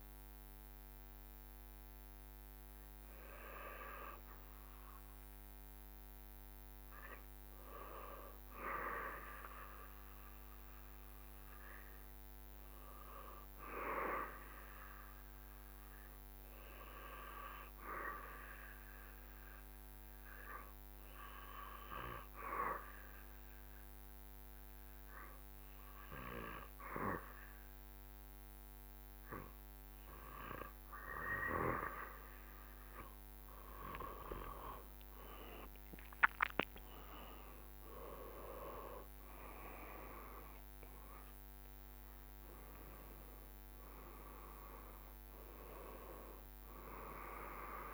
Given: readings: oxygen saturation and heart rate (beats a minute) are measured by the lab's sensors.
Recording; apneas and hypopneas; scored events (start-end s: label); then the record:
breathing in sleep by a microphone on the trachea; 1
17.50-32.50 s: obstructive apnea (oxygen 97% before, 95% lowest, heart rate 69 before, 66 extreme, up 15 after)
35.00-39.00 s: arousal
40.00-47.94 s: drop in pulse transit time (device-marked, heart rate 70 before, 75 extreme)
From the record:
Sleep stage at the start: N2 (light sleep); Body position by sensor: on the back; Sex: male